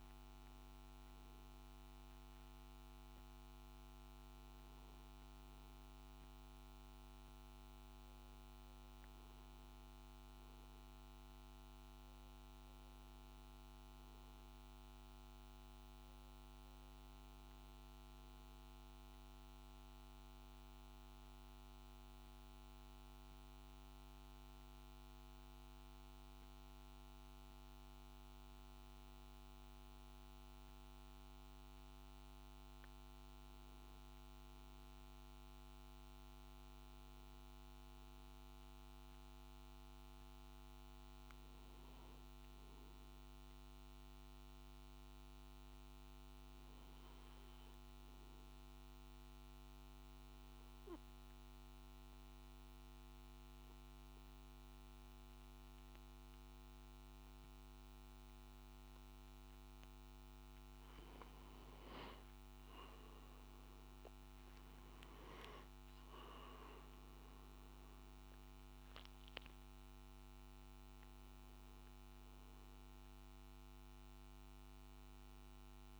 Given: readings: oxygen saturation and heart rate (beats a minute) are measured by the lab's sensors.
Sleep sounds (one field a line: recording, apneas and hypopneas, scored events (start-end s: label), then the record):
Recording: breathing in sleep, hard to hear, by a microphone on the trachea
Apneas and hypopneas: 1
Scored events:
0.00-10.50 s: oxygen desaturation (device-marked, oxygen 89% lowest, heart rate 56 extreme)
46.00-60.50 s: obstructive apnea (oxygen 98% before, 89% lowest, heart rate 57 before, 56 extreme, up 13 after)
55.50-76.00 s: oxygen desaturation (device-marked, oxygen 96% before, 89% lowest, heart rate 56 before, 55 extreme)
64.50-69.00 s: arousal
From the record:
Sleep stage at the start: N2 (light sleep)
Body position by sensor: on the back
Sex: male